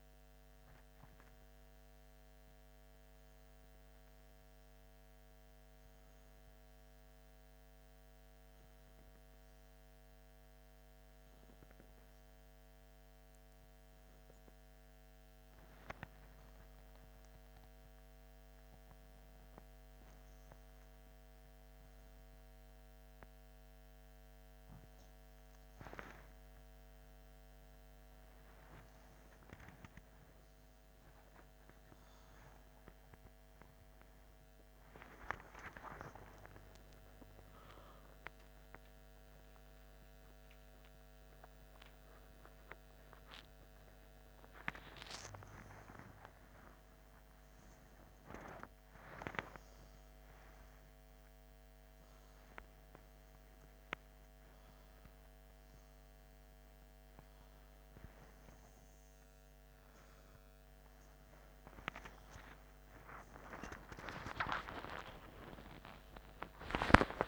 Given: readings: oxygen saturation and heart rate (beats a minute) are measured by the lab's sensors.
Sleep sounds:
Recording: a person awake in a sleep study, by a microphone on the trachea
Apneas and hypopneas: none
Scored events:
42.00-67.00 s: oxygen desaturation (device-marked, oxygen 100% before, 96% lowest, heart rate 120 before, 79 extreme)
From the record:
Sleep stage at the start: awake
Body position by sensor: upright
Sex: male

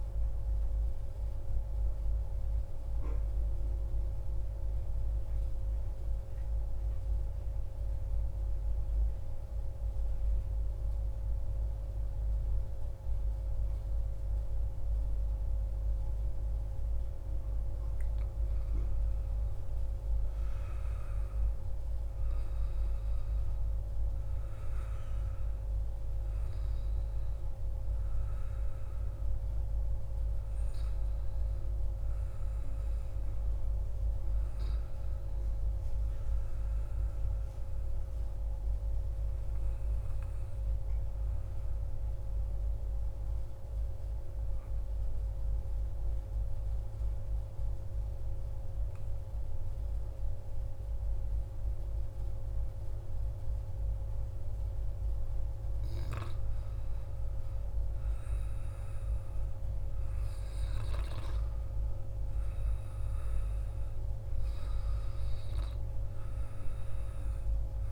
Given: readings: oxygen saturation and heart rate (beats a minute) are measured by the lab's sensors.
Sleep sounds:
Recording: breathing in sleep, hard to hear, by a room microphone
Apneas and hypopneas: 2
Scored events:
0.50-17.00 s: central apnea (oxygen 98% before, 93% lowest, heart rate 91 before, 61 extreme, up 4 after)
17.50-67.92 s: new sleep stage, N2 (light sleep)
18.00-22.50 s: arousal
21.50-39.50 s: oxygen desaturation (device-marked, oxygen 97% before, 94% lowest, heart rate 62 before, 61 extreme)
40.50-54.50 s: central apnea (oxygen 97% before, 90% lowest, heart rate 64 before, 61 extreme, up 3 after)
57.00-62.00 s: arousal
59.50-67.92 s: oxygen desaturation (device-marked, oxygen 96% before, 93% lowest, heart rate 62 before, 61 extreme)
From the record:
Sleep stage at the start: N1 (lightest sleep)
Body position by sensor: on the back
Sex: male

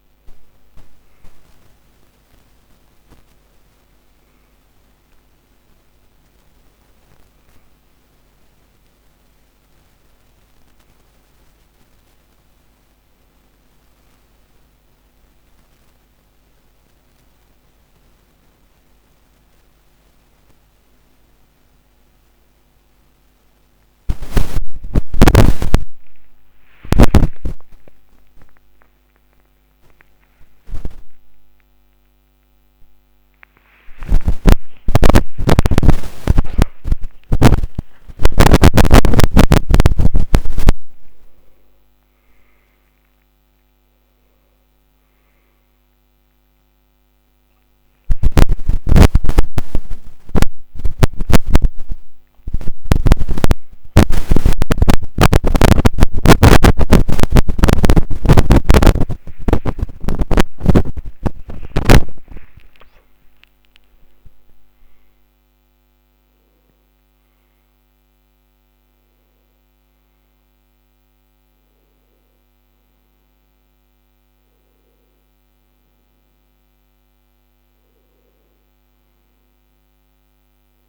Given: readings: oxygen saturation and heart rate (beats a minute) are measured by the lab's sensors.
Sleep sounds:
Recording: a person partly awake in a sleep study, by a microphone on the trachea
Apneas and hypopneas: none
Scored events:
31.00-33.00 s: long interval between heartbeats (device-marked, heart rate 84 before, 97 extreme)
34.00-64.00 s: new sleep stage, awake
35.00-37.00 s: long interval between heartbeats (device-marked, heart rate 87 before, 112 extreme)
37.50-39.50 s: long interval between heartbeats (device-marked, heart rate 90 before, 116 extreme)
64.00-80.89 s: new sleep stage, N1 (lightest sleep)
From the record:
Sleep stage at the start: N1 (lightest sleep)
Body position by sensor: on the back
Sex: male

